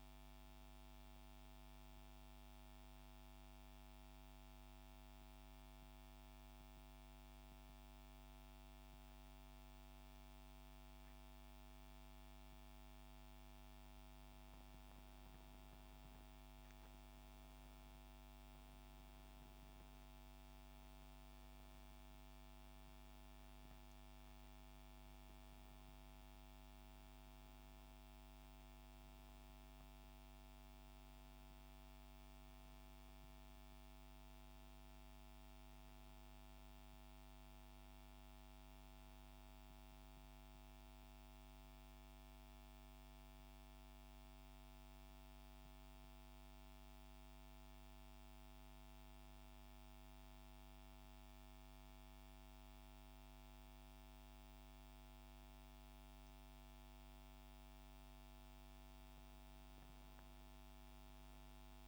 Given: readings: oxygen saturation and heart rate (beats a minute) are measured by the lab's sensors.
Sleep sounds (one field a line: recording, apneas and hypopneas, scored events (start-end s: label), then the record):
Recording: breathing in sleep, hard to hear, by a microphone on the trachea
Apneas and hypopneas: 2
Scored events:
2.50-13.50 s: central apnea (oxygen 98% before, 92% lowest, heart rate 70 before, 65 extreme, up 9 after)
14.50-18.00 s: arousal
18.50-36.50 s: oxygen desaturation (device-marked, oxygen 96% before, 92% lowest, heart rate 68 before, 68 extreme)
39.50-57.50 s: mixed apnea (oxygen 98% before, 94% lowest, heart rate 73 before, 68 extreme, up 4 after)
58.50-61.88 s: arousal
58.50-61.88 s: oxygen desaturation (device-marked, oxygen 97% before, 94% lowest, heart rate 71 before, 68 extreme)
From the record:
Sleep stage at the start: N2 (light sleep)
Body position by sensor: on the back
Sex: male